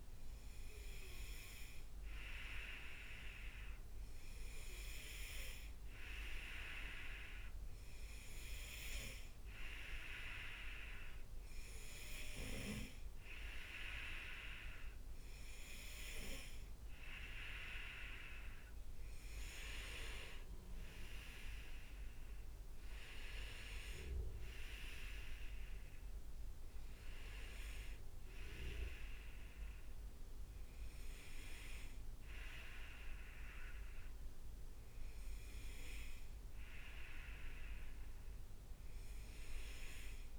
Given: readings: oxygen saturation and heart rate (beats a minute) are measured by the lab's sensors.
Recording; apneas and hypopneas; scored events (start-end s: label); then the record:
breathing in sleep by a room microphone; none
38.00-40.38 s: arousal
From the record:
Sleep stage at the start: N2 (light sleep); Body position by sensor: on the right side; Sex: male